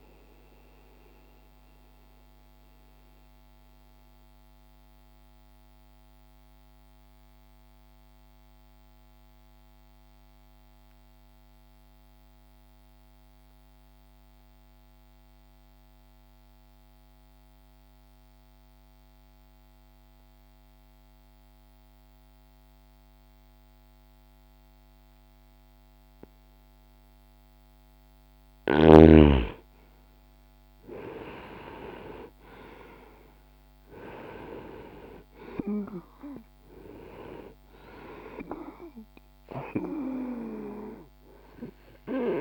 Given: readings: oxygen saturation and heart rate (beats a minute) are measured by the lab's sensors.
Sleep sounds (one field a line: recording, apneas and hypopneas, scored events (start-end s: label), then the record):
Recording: breathing in sleep by a microphone on the trachea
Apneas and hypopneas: 1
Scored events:
0.00-3.50 s: oxygen desaturation (device-marked, oxygen 91% lowest)
0.50-28.00 s: mixed apnea (oxygen 98% before, 84% lowest)
15.50-30.50 s: oxygen desaturation (device-marked, oxygen 92% before, 84% lowest)
31.00-34.50 s: arousal
From the record:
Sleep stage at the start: N2 (light sleep)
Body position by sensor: on the back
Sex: male